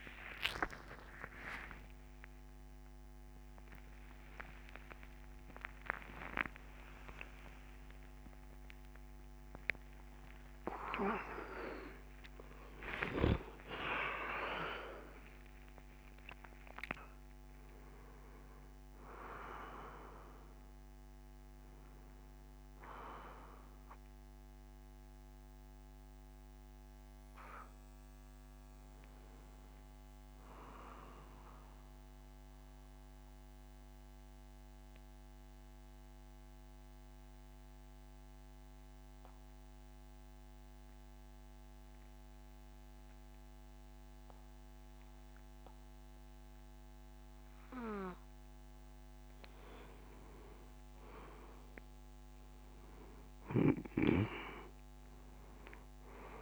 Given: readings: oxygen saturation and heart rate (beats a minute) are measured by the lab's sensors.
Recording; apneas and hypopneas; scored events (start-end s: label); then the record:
a person partly awake in a sleep study, by a microphone on the trachea; 1
24.50-56.42 s: new sleep stage, N2 (light sleep)
32.50-49.00 s: mixed apnea (oxygen 98% before, 90% lowest)
51.50-55.50 s: arousal
52.50-56.42 s: oxygen desaturation (device-marked, oxygen 97% before, 90% lowest)
From the record:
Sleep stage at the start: awake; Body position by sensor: on the back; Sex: male